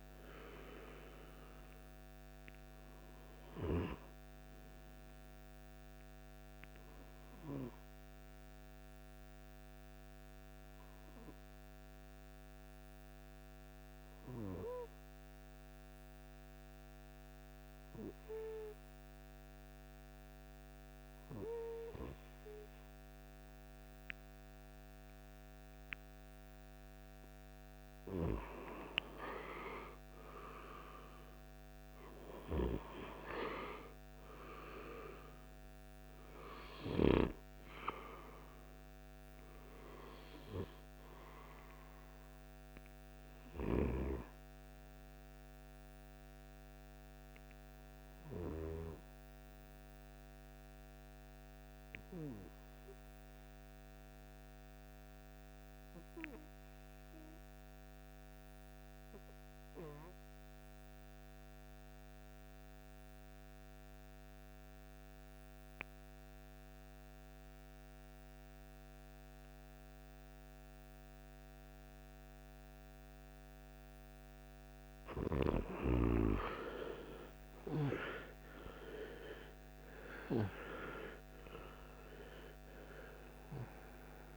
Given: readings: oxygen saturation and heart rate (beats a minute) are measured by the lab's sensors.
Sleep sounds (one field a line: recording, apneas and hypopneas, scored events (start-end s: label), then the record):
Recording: breathing in sleep by a microphone on the trachea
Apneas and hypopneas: 2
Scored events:
0.00-17.50 s: oxygen desaturation (device-marked, oxygen 92% lowest, heart rate 53 extreme)
8.00-27.00 s: hypopnea (oxygen 98% before, 89% lowest, heart rate 61 before, 52 extreme, up 10 after)
29.00-32.50 s: arousal
32.50-55.50 s: oxygen desaturation (device-marked, oxygen 98% before, 92% lowest, heart rate 56 before, 52 extreme)
53.50-73.00 s: obstructive apnea (oxygen 98% before, 88% lowest, heart rate 57 before, 52 extreme, up 22 after)
71.50-84.37 s: oxygen desaturation (device-marked, oxygen 97% before, 88% lowest, heart rate 54 before, 53 extreme)
76.50-81.50 s: arousal
From the record:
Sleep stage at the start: N2 (light sleep)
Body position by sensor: on the right side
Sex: male